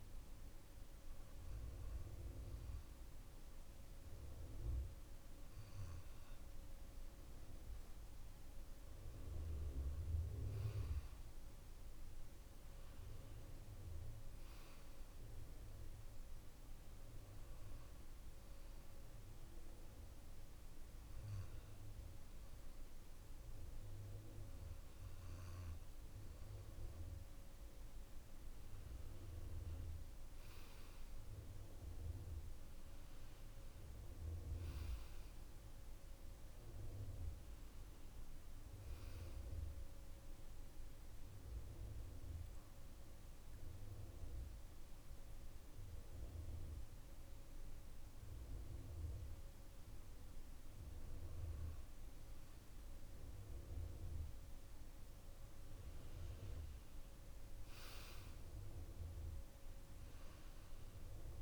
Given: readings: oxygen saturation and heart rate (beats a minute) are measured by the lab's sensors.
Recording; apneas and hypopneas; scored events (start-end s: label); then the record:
breathing in sleep, hard to hear, by a room microphone; none
60.00-61.42 s: arousal
From the record:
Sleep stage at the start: N2 (light sleep); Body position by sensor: on the back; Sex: male